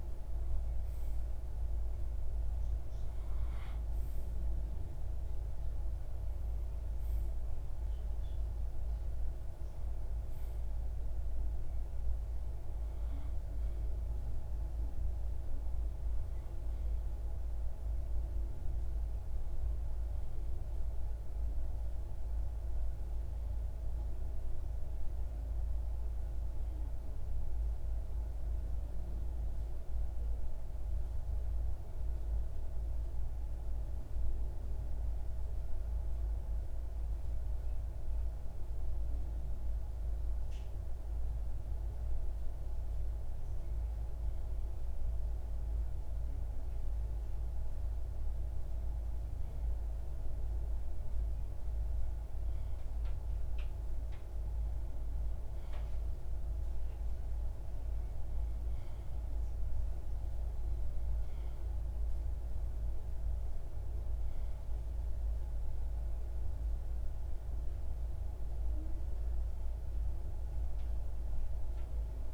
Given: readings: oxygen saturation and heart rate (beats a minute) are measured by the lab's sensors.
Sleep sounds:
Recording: breathing in sleep, hard to hear, by a room microphone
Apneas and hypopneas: 1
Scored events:
28.00-41.00 s: hypopnea (oxygen 96% before, 94% lowest)
45.00-48.50 s: arousal
From the record:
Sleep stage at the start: REM sleep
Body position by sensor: on the left side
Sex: male

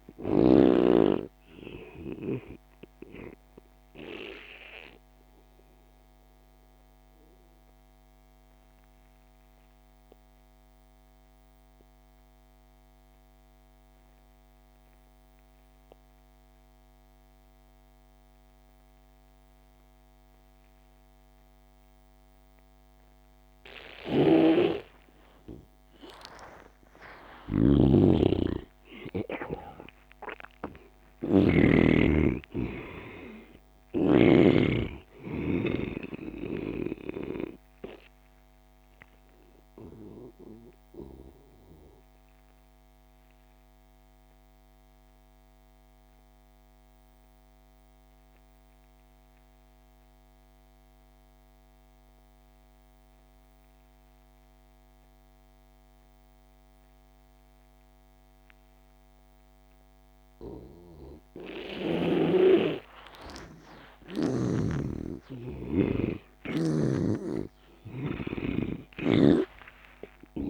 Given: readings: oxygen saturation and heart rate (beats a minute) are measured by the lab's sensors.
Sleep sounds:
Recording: breathing in sleep by a microphone on the trachea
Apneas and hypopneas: 2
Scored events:
0.00-11.00 s: oxygen desaturation (device-marked, oxygen 83% lowest)
4.00-24.50 s: obstructive apnea (oxygen 98% before, 84% lowest)
23.00-50.00 s: oxygen desaturation (device-marked, oxygen 98% before, 84% lowest)
24.00-34.50 s: snoring (device-marked)
26.00-30.50 s: arousal
38.00-62.50 s: obstructive apnea (oxygen 98% before, 83% lowest)
63.00-67.00 s: arousal
64.00-70.50 s: oxygen desaturation (device-marked, oxygen 98% before, 86% lowest)
From the record:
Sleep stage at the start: N2 (light sleep)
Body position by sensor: on the back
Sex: male

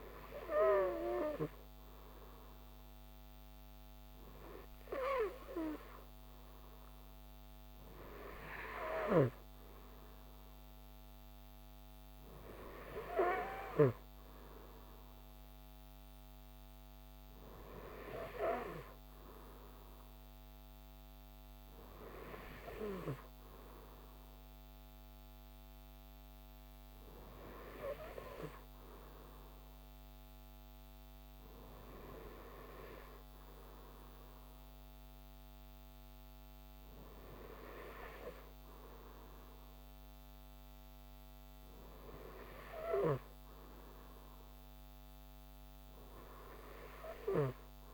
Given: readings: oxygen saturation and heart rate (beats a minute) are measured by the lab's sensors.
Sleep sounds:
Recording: breathing in sleep by a microphone on the trachea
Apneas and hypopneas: none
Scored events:
none scored
From the record:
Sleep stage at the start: N2 (light sleep)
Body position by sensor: on the right side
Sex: male

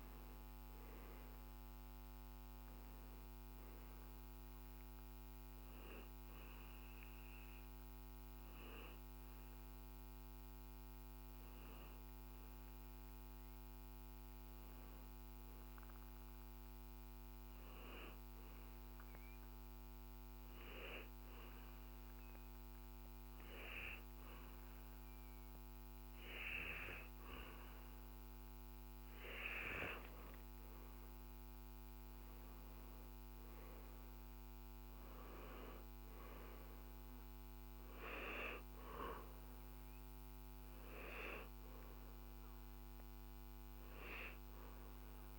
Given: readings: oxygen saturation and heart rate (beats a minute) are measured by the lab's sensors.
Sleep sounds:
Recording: breathing in sleep by a microphone on the trachea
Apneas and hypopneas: 1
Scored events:
0.50-15.50 s: oxygen desaturation (device-marked, oxygen 97% before, 92% lowest, heart rate 61 before, 56 extreme)
18.50-30.50 s: hypopnea (oxygen 97% before, 93% lowest, heart rate 64 before, 58 extreme, up 9 after)
33.00-36.00 s: arousal
From the record:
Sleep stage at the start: N2 (light sleep)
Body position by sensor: on the back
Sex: male

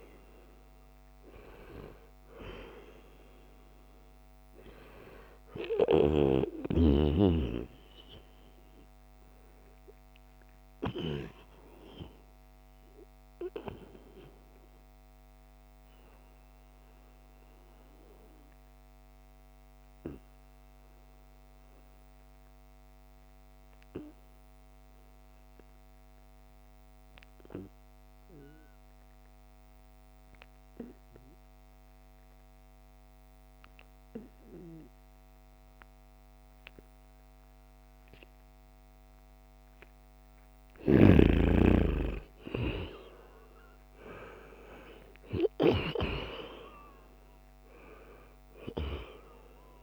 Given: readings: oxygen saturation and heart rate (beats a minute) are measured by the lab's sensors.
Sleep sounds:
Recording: breathing in sleep by a microphone on the trachea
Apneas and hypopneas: 1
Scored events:
0.00-13.50 s: oxygen desaturation (device-marked, oxygen 91% lowest, heart rate 71 extreme)
12.00-41.00 s: obstructive apnea (oxygen 97% before, 87% lowest, heart rate 79 before, 67 extreme, up 10 after)
32.50-49.83 s: oxygen desaturation (device-marked, oxygen 97% before, 87% lowest, heart rate 78 before, 67 extreme)
42.00-46.50 s: arousal
From the record:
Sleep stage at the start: N2 (light sleep)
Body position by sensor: on the back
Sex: male

